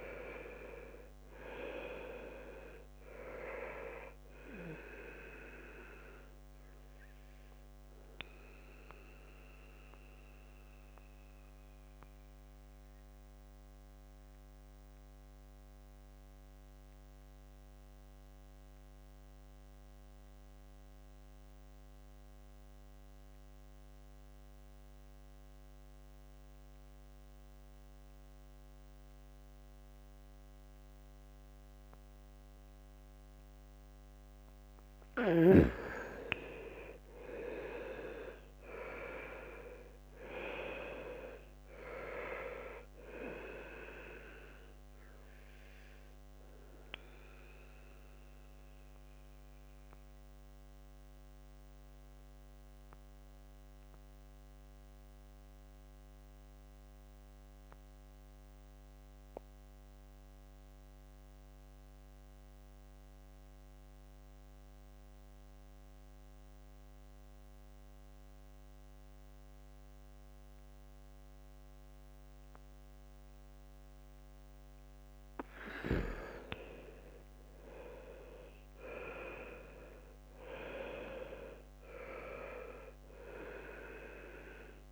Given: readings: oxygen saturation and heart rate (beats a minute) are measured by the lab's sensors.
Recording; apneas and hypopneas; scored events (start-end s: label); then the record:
breathing in sleep by a microphone on the trachea; 2
0.00-2.00 s: arousal
0.00-23.50 s: oxygen desaturation (device-marked, oxygen 79% lowest, heart rate 59 extreme)
7.00-35.00 s: mixed apnea (oxygen 99% before, 76% lowest, heart rate 69 before, 59 extreme, up 2 after)
9.50-11.50 s: bradycardia (device-marked, heart rate 69 before, 62 extreme)
31.50-63.50 s: oxygen desaturation (device-marked, oxygen 99% before, 76% lowest, heart rate 65 before, 60 extreme)
36.50-41.50 s: arousal
47.00-74.50 s: mixed apnea (oxygen 99% before, 75% lowest, heart rate 69 before, 58 extreme, up 3 after)
70.50-84.92 s: oxygen desaturation (device-marked, oxygen 99% before, 75% lowest, heart rate 66 before, 58 extreme)
76.00-80.00 s: arousal
From the record:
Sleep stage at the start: N2 (light sleep); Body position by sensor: on the back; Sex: male